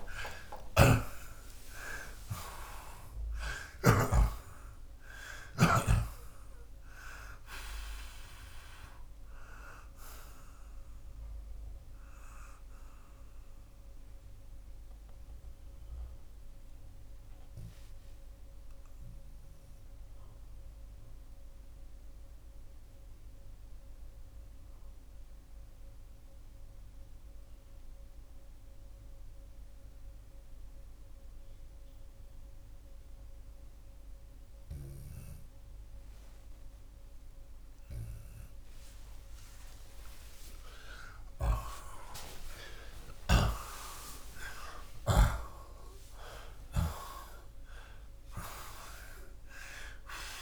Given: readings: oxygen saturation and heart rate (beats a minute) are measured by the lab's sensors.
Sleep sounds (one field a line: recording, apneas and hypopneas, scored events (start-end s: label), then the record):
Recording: breathing in sleep by a room microphone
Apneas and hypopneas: 1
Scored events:
0.00-3.50 s: snoring (device-marked)
2.00-17.00 s: oxygen desaturation (device-marked, oxygen 92% before, 86% lowest)
14.00-39.00 s: mixed apnea (oxygen 92% before, 78% lowest)
22.00-43.00 s: oxygen desaturation (device-marked, oxygen 87% before, 78% lowest)
41.00-45.50 s: arousal
From the record:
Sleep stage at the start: N2 (light sleep)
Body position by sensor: on the back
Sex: male